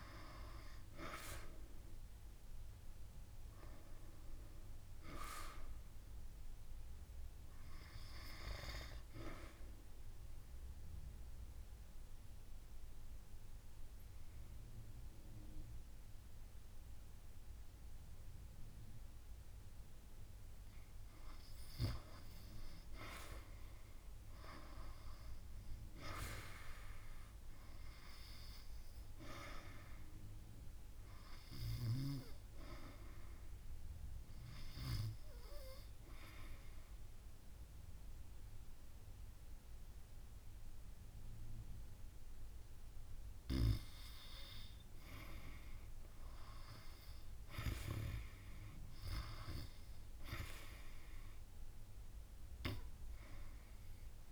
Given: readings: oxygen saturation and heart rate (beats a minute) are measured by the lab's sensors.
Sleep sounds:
breathing in sleep by a room microphone; 2
8.50-21.50 s: obstructive apnea (oxygen 96% before, 86% lowest)
23.50-26.00 s: arousal
28.00-40.00 s: oxygen desaturation (device-marked, oxygen 95% before, 88% lowest)
28.50-44.00 s: obstructive apnea (oxygen 96% before, 86% lowest)
46.50-50.50 s: arousal
51.00-54.32 s: oxygen desaturation (device-marked, oxygen 94% before, 86% lowest)
From the record:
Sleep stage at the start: N2 (light sleep); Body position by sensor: on the back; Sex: female

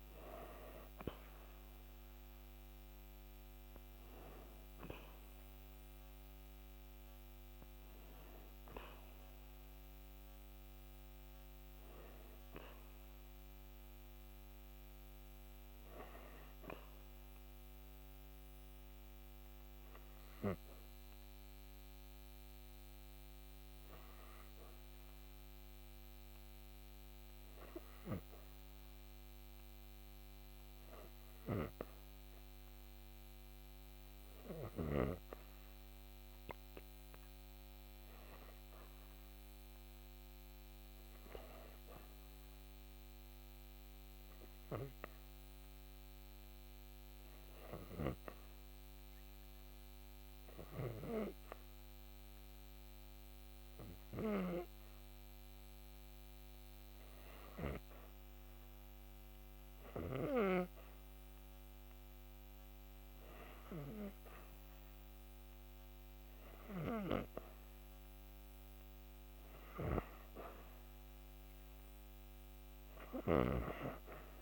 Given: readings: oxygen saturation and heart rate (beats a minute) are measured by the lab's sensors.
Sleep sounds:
breathing in sleep by a microphone on the trachea; 1
17.00-55.00 s: hypopnea (oxygen 94% before, 89% lowest)
35.00-50.00 s: oxygen desaturation (device-marked, oxygen 93% before, 89% lowest)
57.00-61.00 s: arousal
From the record:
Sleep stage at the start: REM sleep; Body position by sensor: on the back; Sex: female

